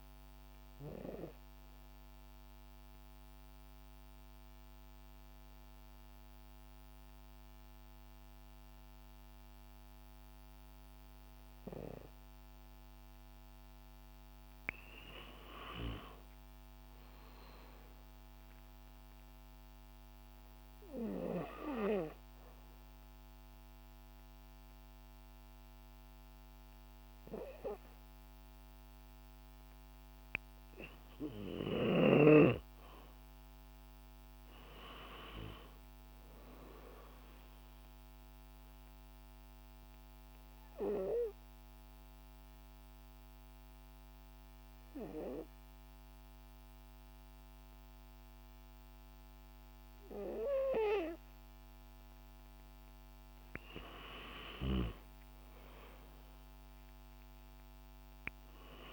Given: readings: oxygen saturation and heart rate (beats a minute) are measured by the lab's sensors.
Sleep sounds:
breathing in sleep by a microphone on the trachea; 3
0.00-14.00 s: oxygen desaturation (device-marked, oxygen 93% lowest, heart rate 47 extreme)
0.50-12.00 s: obstructive apnea (oxygen 98% before, 93% lowest, heart rate 136 before, 47 extreme)
13.50-16.00 s: arousal
18.50-30.00 s: obstructive apnea (oxygen 98% before, 93% lowest, heart rate 130 before, 47 extreme, up 32 after)
32.00-35.00 s: arousal
36.00-44.00 s: oxygen desaturation (device-marked, oxygen 97% before, 94% lowest, heart rate 123 before, 69 extreme)
38.00-52.00 s: obstructive apnea (oxygen 97% before, 93% lowest, heart rate 119 before, 69 extreme)
53.50-56.50 s: arousal
56.00-58.93 s: oxygen desaturation (device-marked, oxygen 97% before, 93% lowest, heart rate 126 before, 65 extreme)
From the record:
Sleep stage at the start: N2 (light sleep); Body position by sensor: on the back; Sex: female

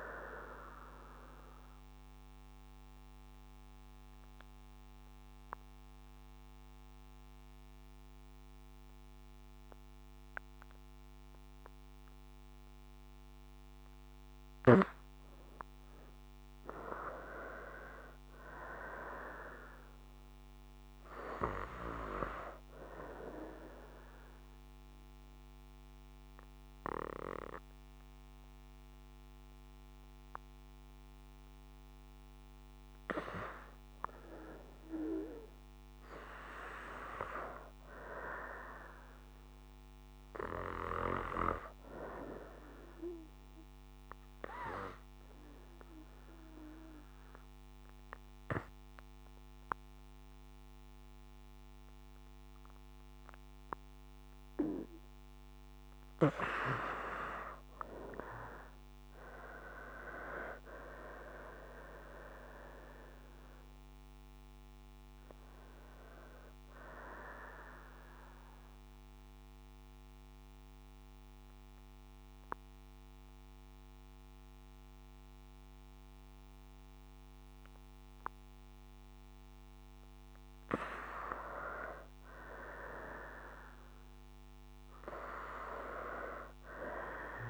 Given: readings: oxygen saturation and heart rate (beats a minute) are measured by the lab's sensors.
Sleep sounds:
breathing in sleep by a microphone on the trachea; 3
0.00-19.50 s: oxygen desaturation (device-marked, oxygen 79% lowest, heart rate 55 extreme)
1.50-14.00 s: obstructive apnea (oxygen 92% before, 79% lowest, heart rate 61 before, 55 extreme, up 5 after)
18.00-22.00 s: arousal
29.50-42.50 s: oxygen desaturation (device-marked, oxygen 93% before, 85% lowest, heart rate 58 before, 56 extreme)
45.50-57.00 s: hypopnea (oxygen 93% before, 81% lowest, heart rate 58 before, 55 extreme, up 8 after)
48.50-61.50 s: oxygen desaturation (device-marked, oxygen 93% before, 86% lowest, heart rate 59 before, 55 extreme)
58.50-63.00 s: arousal
63.50-87.50 s: oxygen desaturation (device-marked, oxygen 89% before, 81% lowest, heart rate 63 before, 55 extreme)
67.50-80.00 s: obstructive apnea (oxygen 93% before, 80% lowest, heart rate 63 before, 55 extreme, up 5 after)
82.00-85.00 s: arousal
From the record:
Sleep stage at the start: N2 (light sleep); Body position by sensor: on the right side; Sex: female

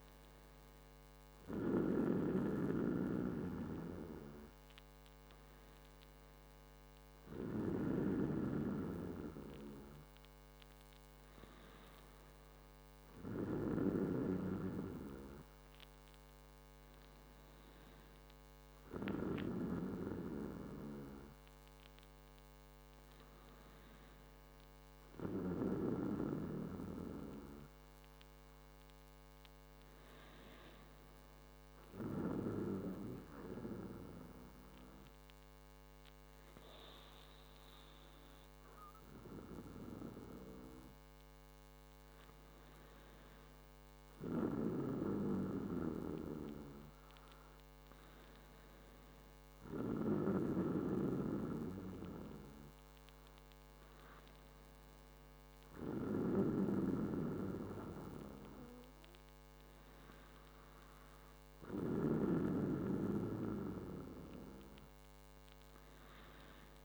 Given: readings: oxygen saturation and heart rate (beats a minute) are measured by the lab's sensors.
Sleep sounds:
breathing in sleep by a microphone on the trachea; none
none scored
From the record:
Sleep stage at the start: N2 (light sleep); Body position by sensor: on the back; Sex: male

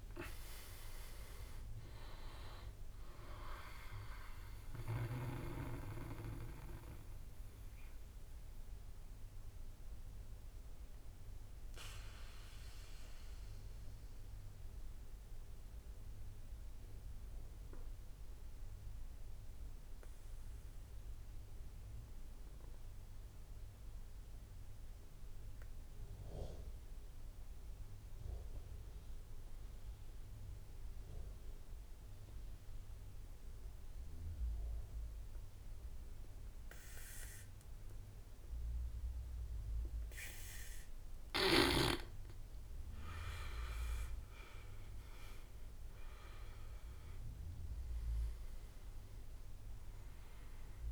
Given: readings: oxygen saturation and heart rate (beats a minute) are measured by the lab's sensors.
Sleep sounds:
breathing in sleep by a room microphone; 1
0.00-10.50 s: drop in pulse transit time (device-marked, heart rate 46 extreme)
0.00-21.50 s: oxygen desaturation (device-marked, oxygen 84% lowest, heart rate 45 extreme)
4.50-40.00 s: mixed apnea (oxygen 99% before, 84% lowest, heart rate 60 before, 45 extreme, up 20 after)
32.50-50.92 s: oxygen desaturation (device-marked, oxygen 98% before, 84% lowest, heart rate 49 before, 49 extreme)
43.00-47.00 s: arousal
47.50-50.92 s: drop in pulse transit time (device-marked, heart rate 55 before, 55 extreme)
From the record:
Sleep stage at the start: N2 (light sleep); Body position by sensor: on the back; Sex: male

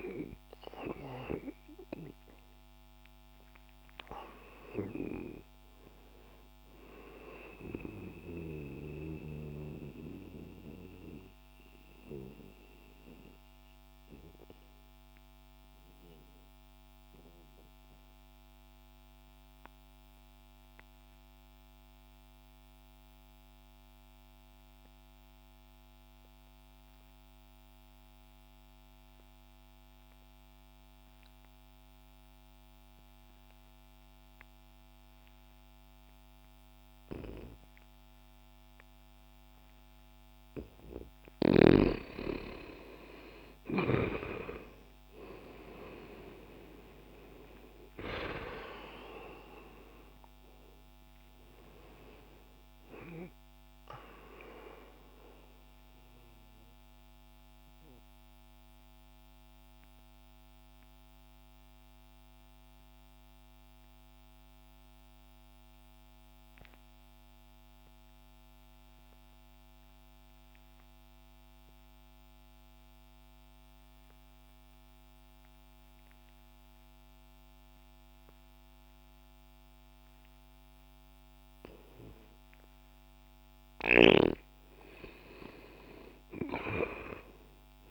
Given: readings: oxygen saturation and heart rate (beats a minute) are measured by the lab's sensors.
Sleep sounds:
breathing in sleep by a microphone on the trachea; 2
0.00-27.50 s: oxygen desaturation (device-marked, oxygen 85% lowest, heart rate 59 extreme)
8.00-40.00 s: mixed apnea (oxygen 98% before, 80% lowest, heart rate 61 before, 59 extreme, up 1 after)
35.50-61.50 s: oxygen desaturation (device-marked, oxygen 97% before, 86% lowest, heart rate 60 before, 60 extreme)
43.00-47.50 s: arousal
55.50-82.50 s: mixed apnea (oxygen 97% before, 80% lowest, heart rate 61 before, 60 extreme, up 0 after)
67.50-80.50 s: oxygen desaturation (device-marked, oxygen 87% before, 80% lowest, heart rate 61 before, 60 extreme)
82.50-87.91 s: oxygen desaturation (device-marked, oxygen 97% before, 85% lowest, heart rate 60 before, 59 extreme)
From the record:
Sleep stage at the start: N2 (light sleep); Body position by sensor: on the left side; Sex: male

